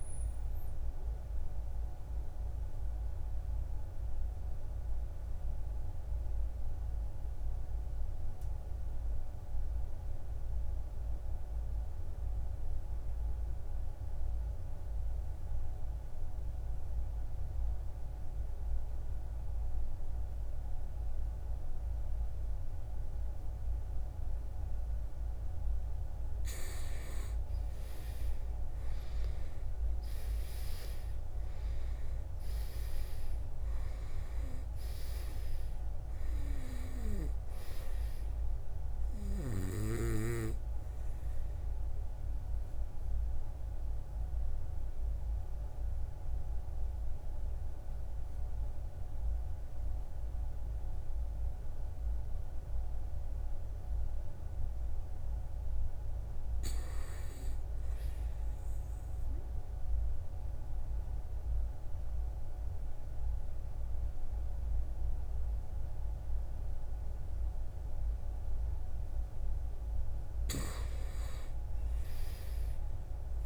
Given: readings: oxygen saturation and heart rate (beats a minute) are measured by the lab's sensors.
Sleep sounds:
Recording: breathing in sleep, hard to hear, by a room microphone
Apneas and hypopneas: 2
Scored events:
0.00-6.50 s: oxygen desaturation (device-marked, oxygen 86% lowest, heart rate 57 extreme)
1.50-25.00 s: obstructive apnea (oxygen 96% before, 81% lowest, heart rate 63 before, 56 extreme, up 9 after)
19.50-48.50 s: oxygen desaturation (device-marked, oxygen 95% before, 81% lowest, heart rate 60 before, 56 extreme)
27.00-31.00 s: arousal
41.00-55.50 s: obstructive apnea (oxygen 95% before, 81% lowest, heart rate 66 before, 56 extreme, up 5 after)
58.50-62.50 s: arousal
64.50-72.50 s: oxygen desaturation (device-marked, oxygen 96% before, 89% lowest, heart rate 59 before, 57 extreme)
From the record:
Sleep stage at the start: N2 (light sleep)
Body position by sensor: on the right side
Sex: male

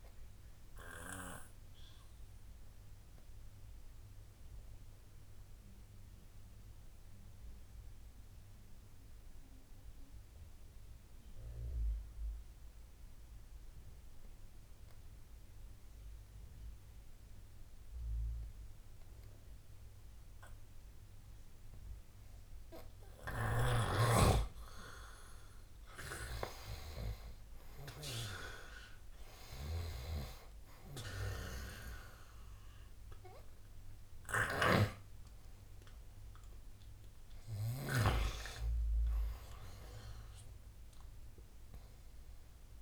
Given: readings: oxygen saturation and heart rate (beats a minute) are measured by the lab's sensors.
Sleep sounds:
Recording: breathing in sleep by a room microphone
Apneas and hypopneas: 1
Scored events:
1.50-23.00 s: obstructive apnea (oxygen 98% before, 87% lowest, heart rate 76 before, 71 extreme, up 10 after)
24.50-27.50 s: arousal
24.50-42.82 s: oxygen desaturation (device-marked, oxygen 97% before, 87% lowest, heart rate 73 before, 71 extreme)
From the record:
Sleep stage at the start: N2 (light sleep)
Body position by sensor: on the right side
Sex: male

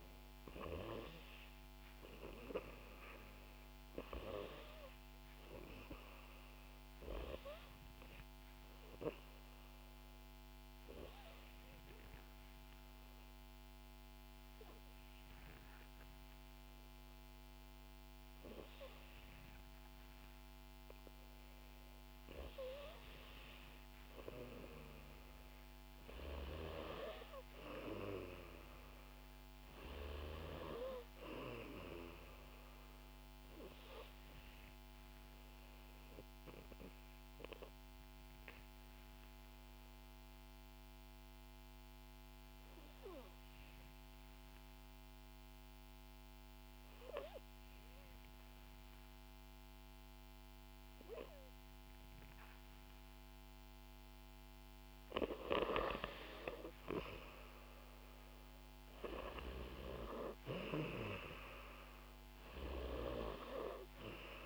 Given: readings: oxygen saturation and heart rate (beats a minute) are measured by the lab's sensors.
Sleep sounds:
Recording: breathing in sleep by a microphone on the trachea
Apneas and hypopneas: 2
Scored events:
1.50-5.50 s: arousal
8.50-22.00 s: obstructive apnea (oxygen 96% before, 90% lowest, heart rate 62 before, 59 extreme, up 1 after)
24.50-28.50 s: arousal
36.00-54.00 s: obstructive apnea (oxygen 93% before, 90% lowest, heart rate 62 before, 56 extreme, up 8 after)
42.50-44.50 s: long interval between heartbeats (device-marked, heart rate 61 before, 60 extreme)
56.00-64.46 s: oxygen desaturation (device-marked, oxygen 95% before, 90% lowest, heart rate 59 before, 58 extreme)
56.50-61.50 s: arousal
From the record:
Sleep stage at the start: N2 (light sleep)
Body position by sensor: on the back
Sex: female

